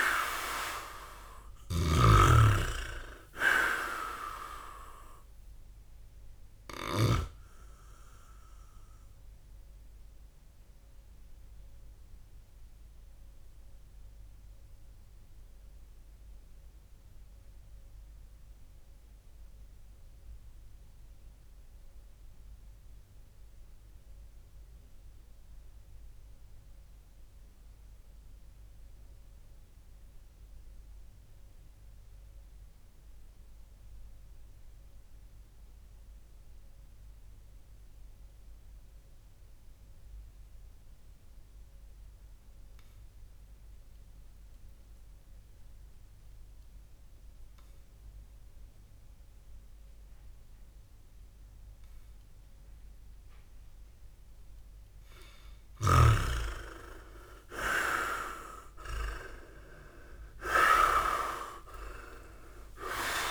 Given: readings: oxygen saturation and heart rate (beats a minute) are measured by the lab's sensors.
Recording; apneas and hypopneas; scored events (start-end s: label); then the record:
breathing in sleep by a room microphone; 1
0.00-5.50 s: oxygen desaturation (device-marked, oxygen 96% lowest, heart rate 25 extreme)
0.00-7.00 s: snoring (device-marked)
8.00-52.50 s: obstructive apnea (oxygen 100% before, 96% lowest)
46.50-52.50 s: oxygen desaturation (device-marked, oxygen 100% before, 97% lowest)
59.00-63.31 s: arousal
From the record:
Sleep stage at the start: N2 (light sleep); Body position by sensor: on the back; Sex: male